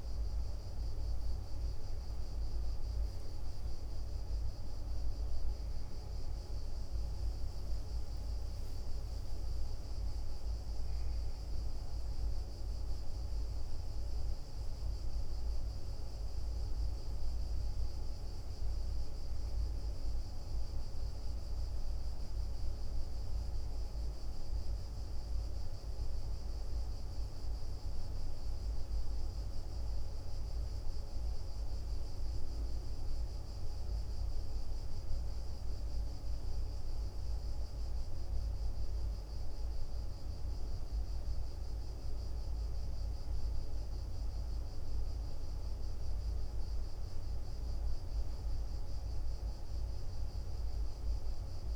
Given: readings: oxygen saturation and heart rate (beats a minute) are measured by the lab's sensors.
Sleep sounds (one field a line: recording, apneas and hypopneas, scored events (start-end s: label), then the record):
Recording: breathing in sleep, hard to hear, by a room microphone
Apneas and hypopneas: none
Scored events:
9.00-14.00 s: arousal
From the record:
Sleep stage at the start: N1 (lightest sleep)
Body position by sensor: on the back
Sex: male